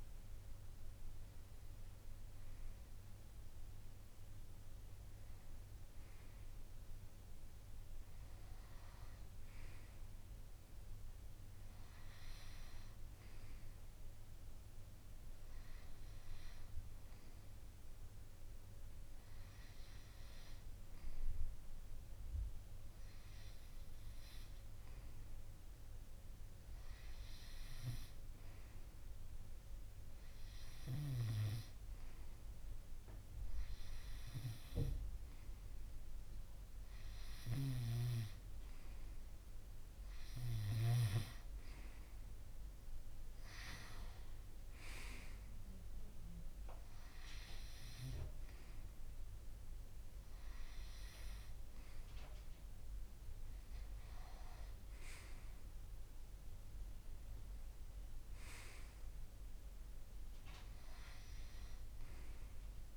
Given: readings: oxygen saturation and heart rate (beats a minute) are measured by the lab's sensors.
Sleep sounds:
breathing in sleep by a room microphone; none
38.00-42.00 s: snoring (device-marked)
From the record:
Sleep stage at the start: N2 (light sleep); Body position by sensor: on the right side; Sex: male

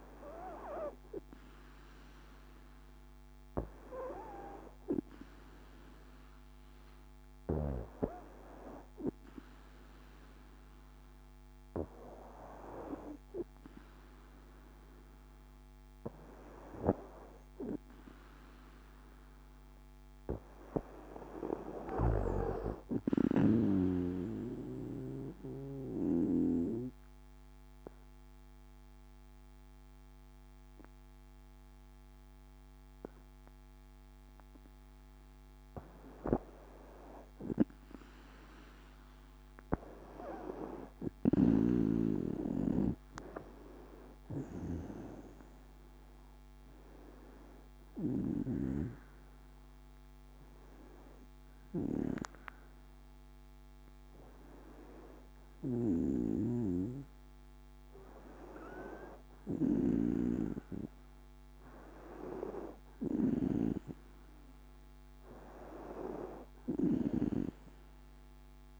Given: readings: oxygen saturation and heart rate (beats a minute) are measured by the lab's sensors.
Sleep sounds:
breathing in sleep by a microphone on the trachea; 1
24.50-36.00 s: obstructive apnea (oxygen 95% before, 93% lowest, heart rate 67 before, 61 extreme, up 29 after)
40.00-44.50 s: arousal
56.50-64.50 s: oxygen desaturation (device-marked, oxygen 96% before, 93% lowest, heart rate 72 before, 62 extreme)
From the record:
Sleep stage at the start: N2 (light sleep); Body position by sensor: on the back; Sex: female

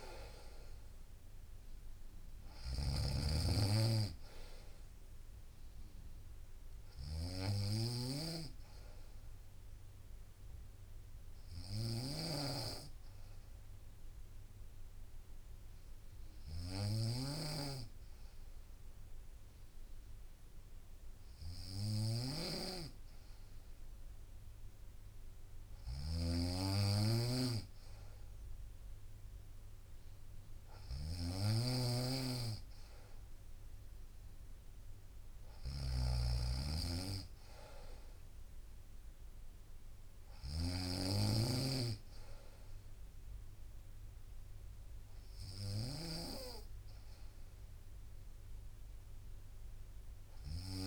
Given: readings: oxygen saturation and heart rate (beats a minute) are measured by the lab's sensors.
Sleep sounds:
breathing in sleep by a room microphone; 1
0.00-1.00 s: arousal
0.00-9.50 s: drop in pulse transit time (device-marked, heart rate 59 extreme)
0.00-50.86 s: snoring (device-marked)
9.00-21.50 s: hypopnea (oxygen 96% before, 93% lowest, heart rate 60 before, 60 extreme, up 1 after)
22.00-26.00 s: arousal
From the record:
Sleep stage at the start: N2 (light sleep); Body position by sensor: on the right side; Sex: female

